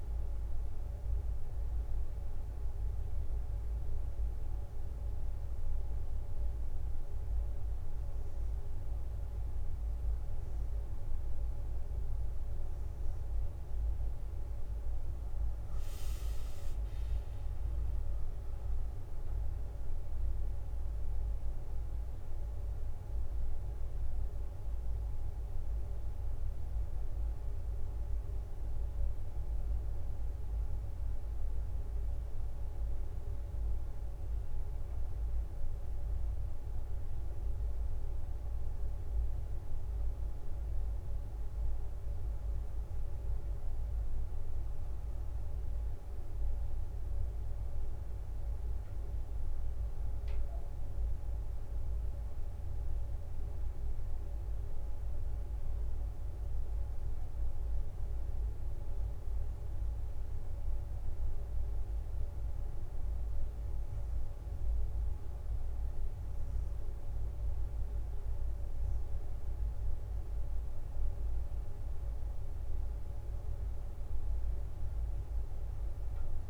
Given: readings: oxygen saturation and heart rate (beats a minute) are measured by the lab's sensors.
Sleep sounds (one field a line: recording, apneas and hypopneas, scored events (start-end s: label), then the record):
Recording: breathing in sleep, hard to hear, by a room microphone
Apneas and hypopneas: 2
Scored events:
0.00-1.00 s: bradycardia (device-marked, heart rate 69 before, 63 extreme)
15.50-19.50 s: arousal
16.50-20.50 s: leg movement (device-marked)
28.00-40.00 s: obstructive apnea (oxygen 92% before, 90% lowest, heart rate 64 before, 57 extreme, up 5 after)
38.00-40.00 s: bradycardia (device-marked, heart rate 69 before, 60 extreme)
42.50-47.50 s: arousal
44.00-46.50 s: leg movement (device-marked)
53.00-66.00 s: oxygen desaturation (device-marked, oxygen 96% before, 92% lowest, heart rate 62 before, 58 extreme)
57.00-59.00 s: bradycardia (device-marked, heart rate 67 before, 62 extreme)
59.00-69.50 s: hypopnea (oxygen 96% before, 90% lowest, heart rate 62 before, 58 extreme, up 9 after)
65.50-70.00 s: leg movement (device-marked)
75.00-76.50 s: arousal
From the record:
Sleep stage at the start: N2 (light sleep)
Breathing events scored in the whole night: 116 in 6.0 hours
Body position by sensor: on the back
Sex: female